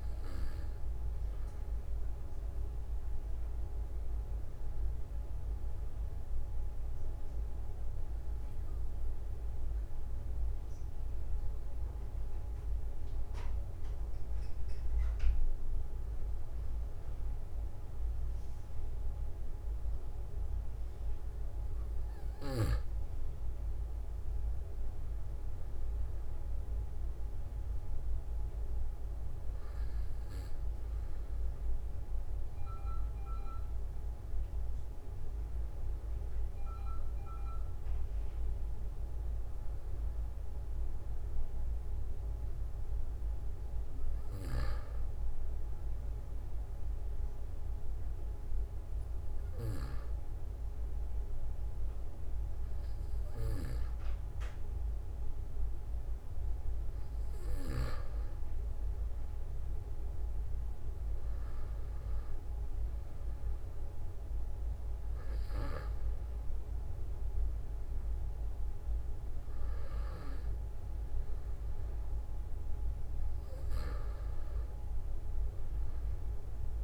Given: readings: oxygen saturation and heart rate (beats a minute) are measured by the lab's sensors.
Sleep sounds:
breathing in sleep, hard to hear, by a room microphone; 2
0.00-16.00 s: oxygen desaturation (device-marked, oxygen 93% lowest, heart rate 43 extreme)
5.50-16.00 s: obstructive apnea (oxygen 96% before, 93% lowest, heart rate 46 before, 43 extreme, up 2 after)
19.50-25.00 s: arousal
46.00-58.00 s: obstructive apnea (oxygen 97% before, 93% lowest, heart rate 46 before, 45 extreme, up 3 after)
61.00-65.00 s: arousal
From the record:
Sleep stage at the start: N1 (lightest sleep); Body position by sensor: on the back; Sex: male

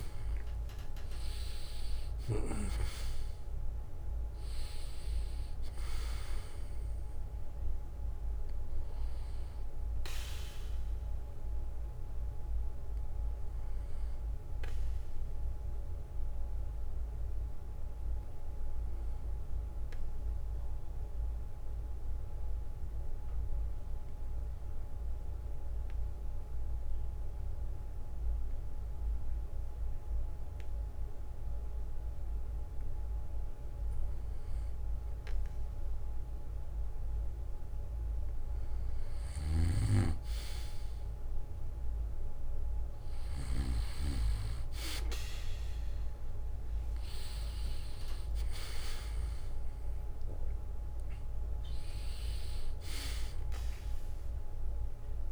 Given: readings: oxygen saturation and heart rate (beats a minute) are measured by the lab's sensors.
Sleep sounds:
breathing in sleep by a room microphone; 1
0.50-5.50 s: arousal
16.00-34.50 s: obstructive apnea (oxygen 97% before, 94% lowest, heart rate 66 before, 58 extreme, up 9 after)
42.00-46.00 s: arousal
From the record:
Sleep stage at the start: N2 (light sleep); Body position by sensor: on the back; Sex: male

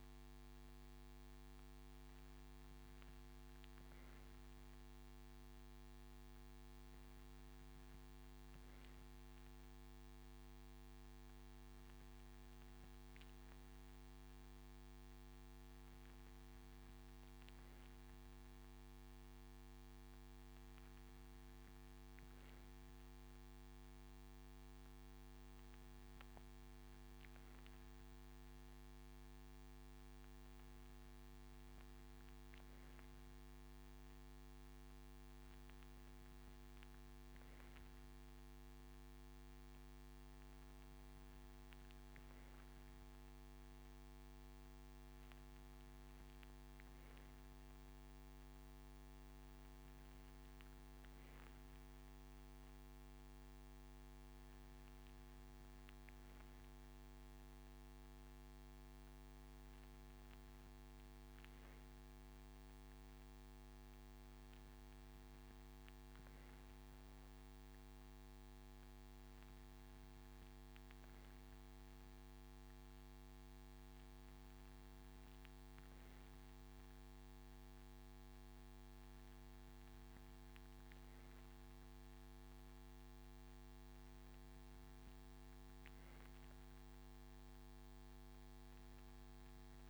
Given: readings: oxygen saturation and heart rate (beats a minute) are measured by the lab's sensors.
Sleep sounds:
breathing in sleep, hard to hear, by a microphone on the trachea; none
none scored
From the record:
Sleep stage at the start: N3 (deep sleep); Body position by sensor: on the right side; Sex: male

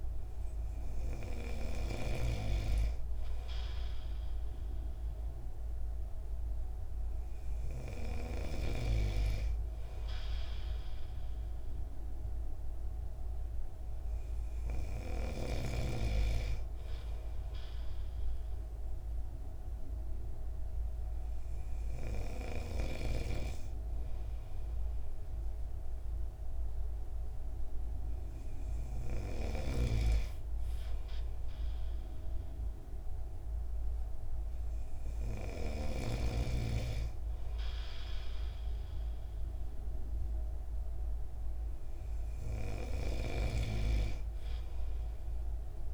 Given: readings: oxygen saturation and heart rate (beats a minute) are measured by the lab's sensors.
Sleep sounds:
breathing in sleep by a room microphone; none
29.50-36.00 s: snoring (device-marked)
From the record:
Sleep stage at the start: N2 (light sleep); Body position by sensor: on the right side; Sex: male

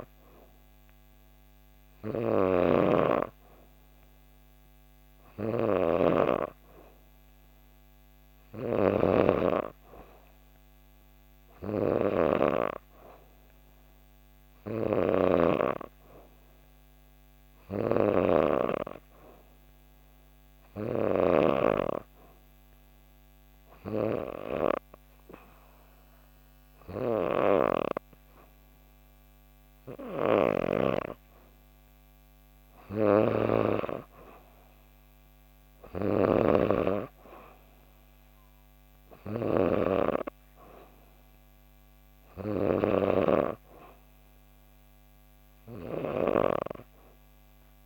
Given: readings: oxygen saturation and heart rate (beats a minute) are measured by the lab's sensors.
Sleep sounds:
breathing in sleep by a microphone on the trachea; 1
0.00-21.00 s: snoring (device-marked)
19.50-32.00 s: hypopnea (oxygen 95% before, 91% lowest, heart rate 67 before, 65 extreme, up 1 after)
30.00-39.50 s: snoring (device-marked)
34.00-37.50 s: arousal
From the record:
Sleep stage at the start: N3 (deep sleep); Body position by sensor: on the back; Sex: female

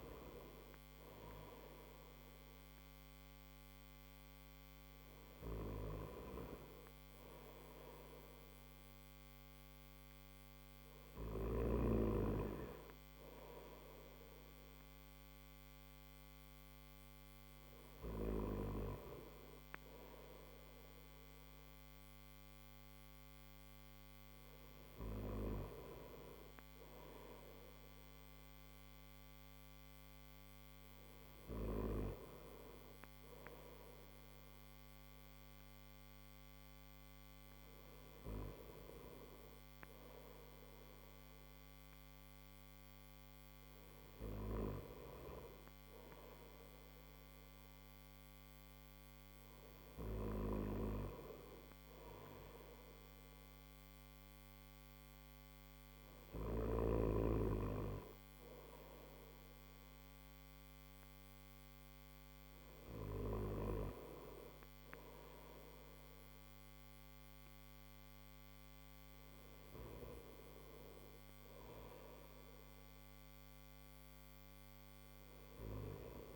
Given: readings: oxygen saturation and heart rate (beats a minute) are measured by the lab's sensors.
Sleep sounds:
breathing in sleep by a microphone on the trachea; none
none scored
From the record:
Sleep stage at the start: N3 (deep sleep); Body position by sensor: on the back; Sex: male

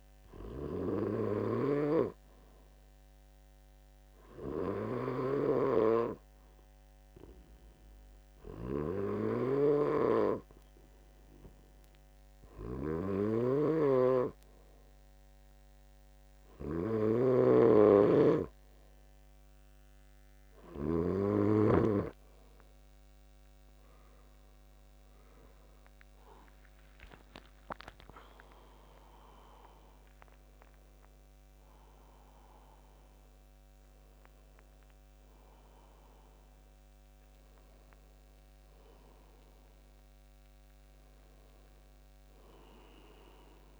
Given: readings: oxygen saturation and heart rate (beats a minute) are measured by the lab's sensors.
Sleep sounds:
breathing in sleep by a microphone on the trachea; 1
0.00-21.00 s: snoring (device-marked)
3.50-19.00 s: hypopnea (oxygen 96% before, 94% lowest, heart rate 79 before, 79 extreme, up 8 after)
24.50-27.50 s: arousal
From the record:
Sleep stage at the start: N2 (light sleep); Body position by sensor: on the back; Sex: male

